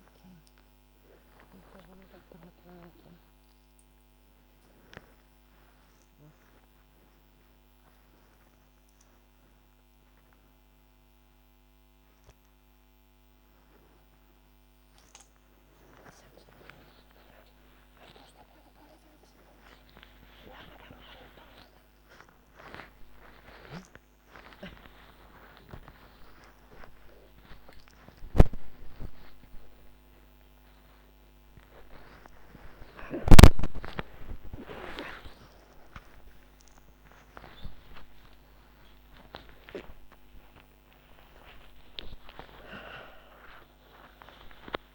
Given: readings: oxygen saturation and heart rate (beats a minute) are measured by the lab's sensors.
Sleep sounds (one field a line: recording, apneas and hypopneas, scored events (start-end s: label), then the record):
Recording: a person awake in a sleep study, by a microphone on the trachea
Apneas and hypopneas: none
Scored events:
none scored
From the record:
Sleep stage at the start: awake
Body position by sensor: upright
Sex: female